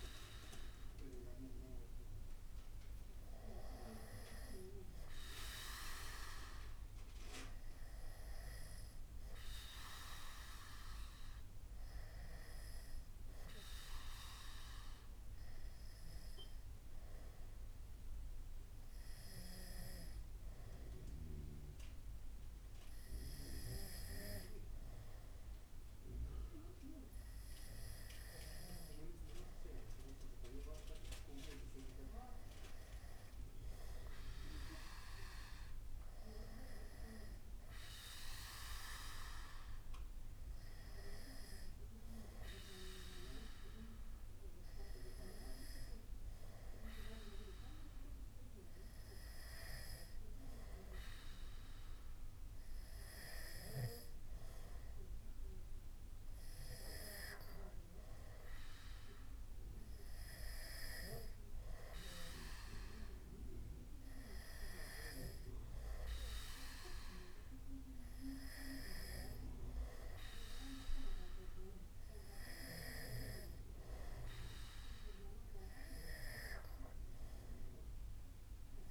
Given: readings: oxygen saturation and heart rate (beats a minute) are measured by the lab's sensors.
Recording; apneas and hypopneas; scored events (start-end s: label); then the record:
breathing in sleep by a room microphone; none
none scored
From the record:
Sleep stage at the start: N2 (light sleep); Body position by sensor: on the back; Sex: male